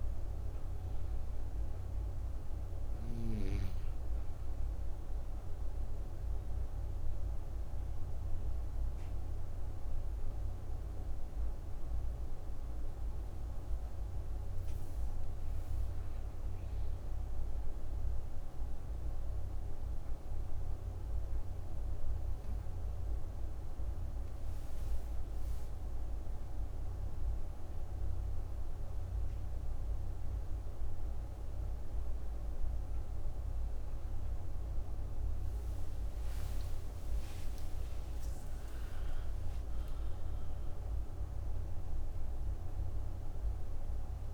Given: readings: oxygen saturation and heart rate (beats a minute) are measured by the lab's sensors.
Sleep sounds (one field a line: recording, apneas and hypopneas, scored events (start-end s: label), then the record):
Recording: breathing in sleep, hard to hear, by a room microphone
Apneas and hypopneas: 1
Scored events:
5.00-15.50 s: obstructive apnea (oxygen 97% before, 94% lowest)
17.00-20.50 s: arousal
31.50-44.34 s: oxygen desaturation (device-marked, oxygen 97% before, 94% lowest)
36.50-42.50 s: arousal
From the record:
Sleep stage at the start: N2 (light sleep)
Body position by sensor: on the right side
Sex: female